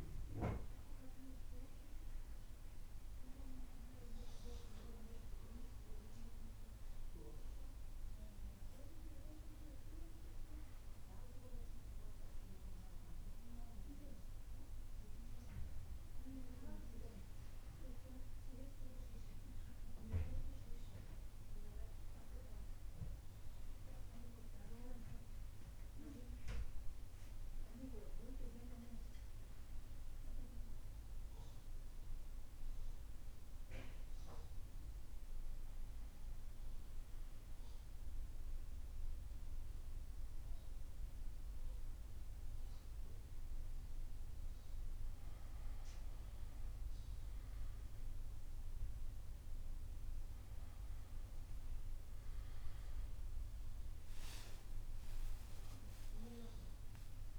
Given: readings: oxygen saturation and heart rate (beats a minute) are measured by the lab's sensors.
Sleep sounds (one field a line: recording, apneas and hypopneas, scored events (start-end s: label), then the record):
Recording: a person awake in a sleep study, by a room microphone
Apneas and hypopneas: none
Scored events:
none scored
From the record:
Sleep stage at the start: awake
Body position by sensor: on the back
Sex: male